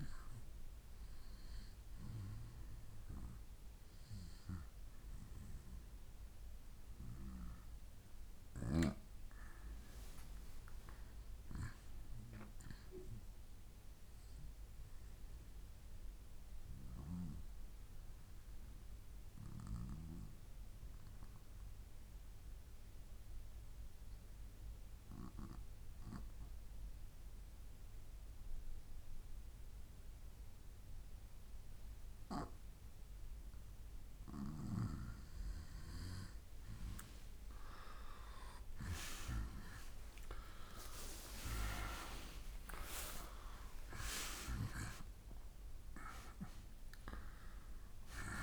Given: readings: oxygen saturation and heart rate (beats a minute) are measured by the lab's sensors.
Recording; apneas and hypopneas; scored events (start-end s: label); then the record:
breathing in sleep by a room microphone; 1
0.00-4.00 s: oxygen desaturation (device-marked, oxygen 90% lowest, heart rate 63 extreme)
7.00-9.50 s: arousal
13.00-33.50 s: obstructive apnea (oxygen 93% before, 87% lowest, heart rate 68 before, 61 extreme, up 6 after)
32.00-48.43 s: oxygen desaturation (device-marked, oxygen 96% before, 87% lowest, heart rate 64 before, 58 extreme)
35.00-40.00 s: arousal
From the record:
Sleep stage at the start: N2 (light sleep); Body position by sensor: on the right side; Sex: male